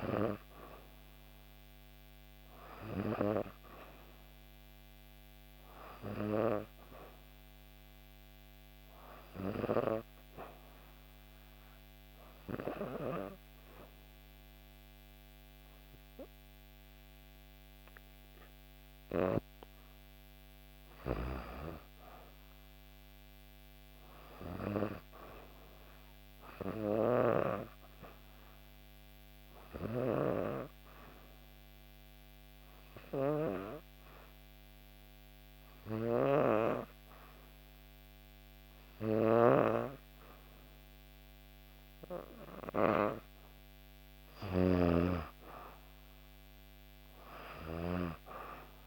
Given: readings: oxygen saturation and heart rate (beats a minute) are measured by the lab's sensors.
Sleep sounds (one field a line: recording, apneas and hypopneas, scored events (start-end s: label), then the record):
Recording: breathing in sleep by a microphone on the trachea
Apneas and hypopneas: 2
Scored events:
8.00-19.50 s: hypopnea (oxygen 95% before, 93% lowest, heart rate 65 before, 63 extreme, up 4 after)
21.00-25.00 s: arousal
29.00-42.50 s: hypopnea (oxygen 96% before, 91% lowest, heart rate 64 before, 63 extreme, up 1 after)
44.50-48.87 s: arousal
From the record:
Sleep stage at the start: N2 (light sleep)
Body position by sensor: on the back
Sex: female